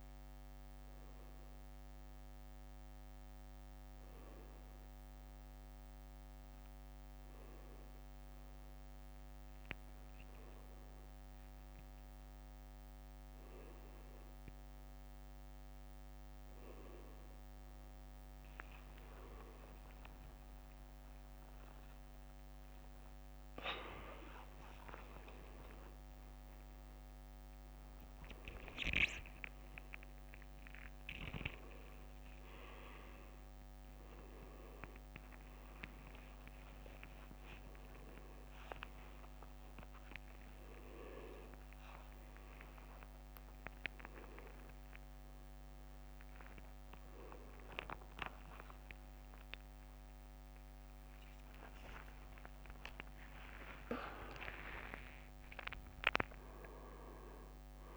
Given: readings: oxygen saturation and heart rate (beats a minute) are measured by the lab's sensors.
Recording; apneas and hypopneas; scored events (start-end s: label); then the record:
a person awake in a sleep study, by a microphone on the trachea; none
0.00-5.00 s: leg movement (device-marked)
8.00-12.00 s: leg movement (device-marked)
18.00-23.00 s: tachycardia (device-marked, heart rate 72 before, 110 extreme)
20.00-22.00 s: long interval between heartbeats (device-marked, heart rate 74 before, 93 extreme)
22.00-24.00 s: long interval between heartbeats (device-marked, heart rate 76 before, 108 extreme)
24.00-26.00 s: long interval between heartbeats (device-marked, heart rate 80 before, 116 extreme)
28.00-35.00 s: tachycardia (device-marked, heart rate 73 before, 114 extreme)
29.50-31.50 s: long interval between heartbeats (device-marked, heart rate 87 before, 94 extreme)
36.00-38.00 s: long interval between heartbeats (device-marked, heart rate 98 before, 106 extreme)
37.00-47.00 s: leg movement (device-marked)
44.00-46.00 s: long interval between heartbeats (device-marked, heart rate 100 before, 97 extreme)
48.00-56.00 s: leg movement (device-marked)
56.50-57.97 s: leg movement (device-marked)
From the record:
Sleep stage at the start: awake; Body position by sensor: upright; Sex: male